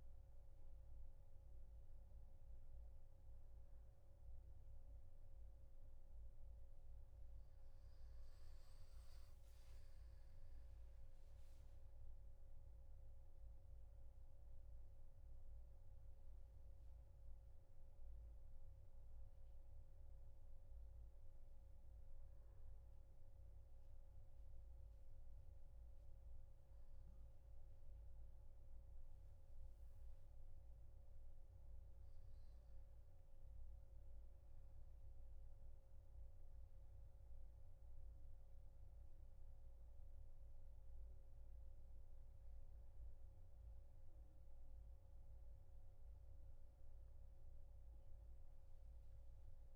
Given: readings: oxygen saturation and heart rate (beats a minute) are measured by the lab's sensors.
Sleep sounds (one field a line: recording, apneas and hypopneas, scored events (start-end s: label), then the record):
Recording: a person awake in a sleep study, hard to hear, by a room microphone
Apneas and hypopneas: 1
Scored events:
11.50-23.50 s: hypopnea (oxygen 97% before, 95% lowest, heart rate 87 before, 83 extreme, up 1 after)
From the record:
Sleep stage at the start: awake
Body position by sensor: on the back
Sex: male